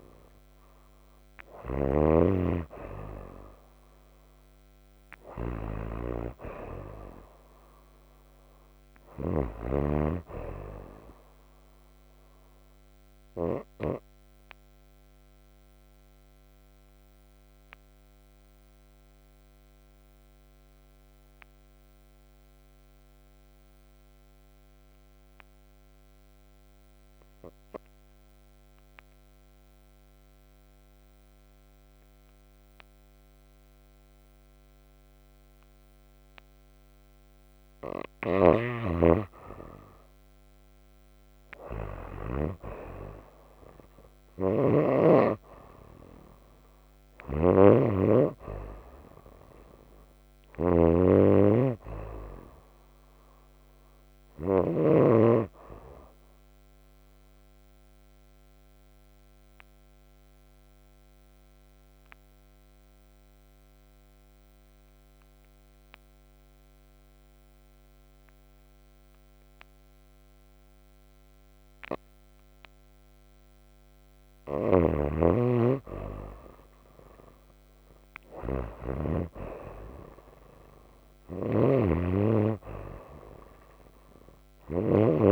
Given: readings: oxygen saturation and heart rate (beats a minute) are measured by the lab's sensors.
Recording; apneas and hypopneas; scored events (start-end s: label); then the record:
breathing in sleep by a microphone on the trachea; 2
0.00-9.50 s: snoring (device-marked)
10.50-13.50 s: oxygen desaturation (device-marked, oxygen 85% before, 83% lowest, heart rate 64 before, 59 extreme)
11.50-37.50 s: obstructive apnea (oxygen 87% before, 71% lowest, heart rate 63 before, 59 extreme, up 11 after)
15.50-38.50 s: oxygen desaturation (device-marked, oxygen 85% before, 71% lowest, heart rate 63 before, 59 extreme)
38.00-42.50 s: snoring (device-marked)
40.50-45.00 s: arousal
47.00-54.50 s: snoring (device-marked)
56.00-72.00 s: obstructive apnea (oxygen 97% before, 86% lowest, heart rate 66 before, 53 extreme, up 6 after)
67.50-79.50 s: oxygen desaturation (device-marked, oxygen 92% before, 86% lowest, heart rate 64 before, 53 extreme)
74.00-85.32 s: snoring (device-marked)
76.50-81.00 s: arousal
From the record:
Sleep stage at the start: N2 (light sleep); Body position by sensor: on the right side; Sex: female